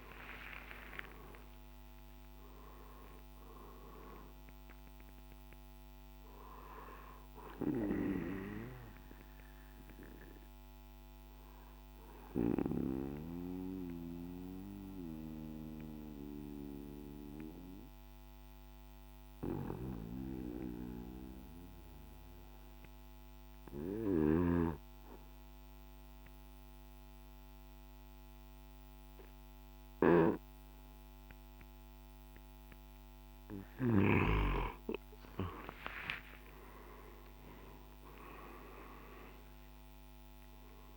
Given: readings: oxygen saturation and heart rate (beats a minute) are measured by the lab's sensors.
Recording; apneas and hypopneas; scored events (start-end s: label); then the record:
breathing in sleep by a microphone on the trachea; 1
0.00-2.50 s: arousal
4.50-26.50 s: oxygen desaturation (device-marked, oxygen 98% before, 91% lowest, heart rate 56 before, 52 extreme)
11.50-33.50 s: obstructive apnea (oxygen 98% before, 88% lowest, heart rate 58 before, 52 extreme, up 10 after)
35.00-40.97 s: arousal
39.50-40.97 s: drop in pulse transit time (device-marked, heart rate 55 before, 58 extreme)
From the record:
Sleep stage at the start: N2 (light sleep); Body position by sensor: on the right side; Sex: male